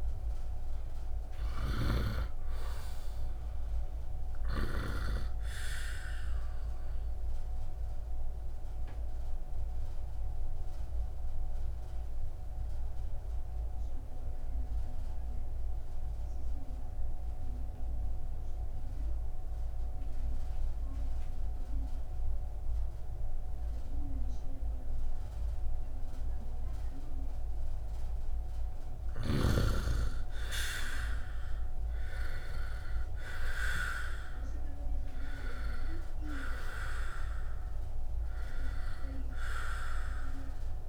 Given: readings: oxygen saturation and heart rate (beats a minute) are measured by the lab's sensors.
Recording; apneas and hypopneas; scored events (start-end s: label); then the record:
breathing in sleep by a room microphone; 1
0.00-5.00 s: snoring (device-marked)
6.50-23.50 s: oxygen desaturation (device-marked, oxygen 98% before, 89% lowest, heart rate 66 before, 56 extreme)
7.00-28.50 s: obstructive apnea (oxygen 98% before, 87% lowest, heart rate 66 before, 56 extreme, up 2 after)
29.00-33.00 s: arousal
39.50-40.89 s: oxygen desaturation (device-marked, oxygen 96% before, 87% lowest, heart rate 60 before, 54 extreme)
From the record:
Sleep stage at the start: N2 (light sleep); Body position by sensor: on the right side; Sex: male